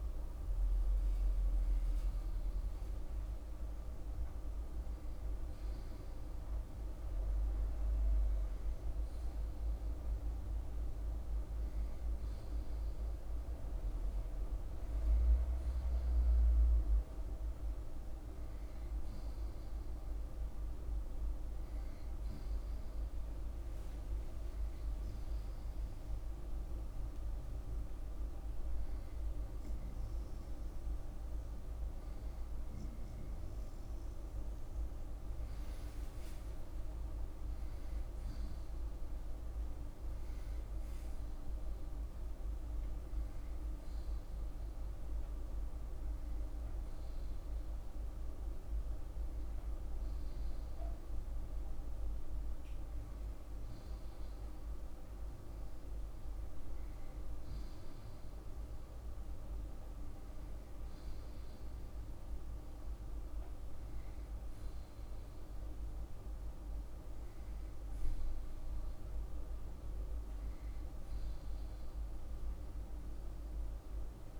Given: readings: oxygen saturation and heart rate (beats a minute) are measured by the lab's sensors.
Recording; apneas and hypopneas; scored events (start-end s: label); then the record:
breathing in sleep, hard to hear, by a room microphone; none
31.00-35.50 s: arousal
From the record:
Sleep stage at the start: N1 (lightest sleep); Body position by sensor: on the back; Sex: male